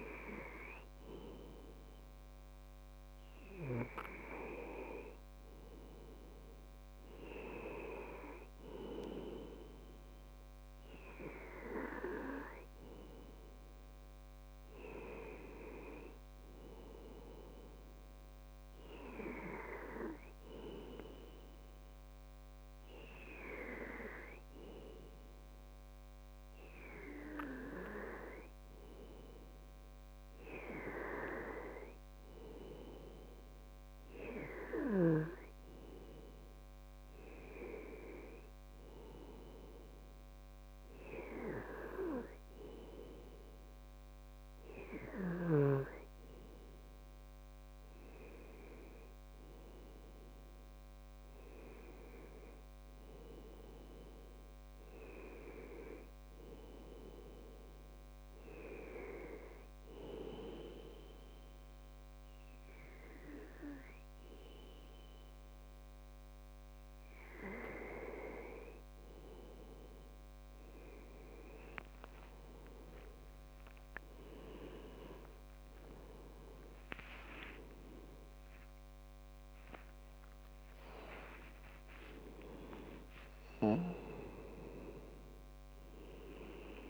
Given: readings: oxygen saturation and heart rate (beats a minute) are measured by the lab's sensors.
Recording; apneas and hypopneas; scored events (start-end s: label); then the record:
breathing in sleep by a microphone on the trachea; 1
58.50-70.00 s: hypopnea (oxygen 96% before, 93% lowest, heart rate 69 before, 64 extreme, up 17 after)
75.50-79.50 s: arousal
77.00-79.00 s: long interval between heartbeats (device-marked, heart rate 68 before, 81 extreme)
80.00-86.90 s: oxygen desaturation (device-marked, oxygen 96% before, 93% lowest, heart rate 70 before, 66 extreme)
From the record:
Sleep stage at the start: N2 (light sleep); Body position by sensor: on the back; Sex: male